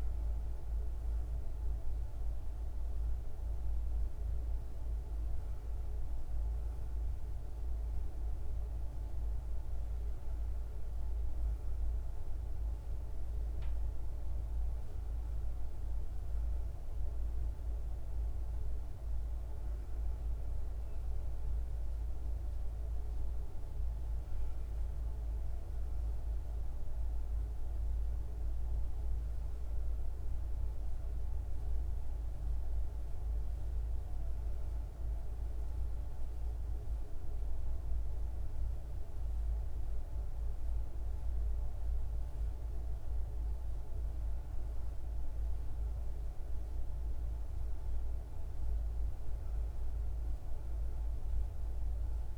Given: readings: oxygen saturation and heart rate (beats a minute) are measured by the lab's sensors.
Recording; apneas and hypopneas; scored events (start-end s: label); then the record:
breathing in sleep, hard to hear, by a room microphone; none
none scored
From the record:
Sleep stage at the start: N1 (lightest sleep); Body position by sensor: on the back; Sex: female